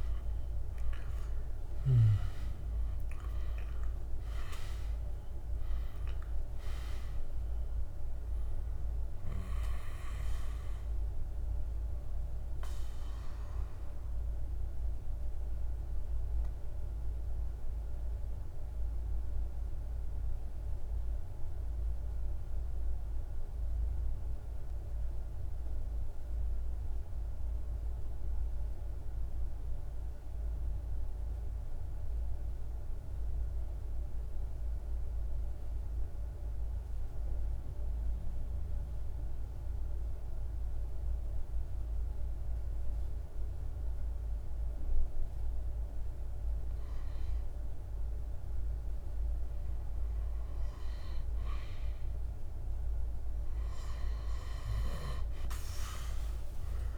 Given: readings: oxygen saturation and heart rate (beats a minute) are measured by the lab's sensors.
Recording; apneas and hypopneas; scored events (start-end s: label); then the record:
breathing in sleep, hard to hear, by a room microphone; 1
0.00-2.00 s: arousal
0.00-23.00 s: oxygen desaturation (device-marked, oxygen 89% lowest, heart rate 47 extreme)
12.00-50.50 s: mixed apnea (oxygen 98% before, 88% lowest, heart rate 61 before, 47 extreme, up 38 after)
40.00-56.98 s: oxygen desaturation (device-marked, oxygen 99% before, 88% lowest, heart rate 49 before, 46 extreme)
54.00-56.98 s: arousal
From the record:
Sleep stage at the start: N2 (light sleep); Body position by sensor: on the back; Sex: male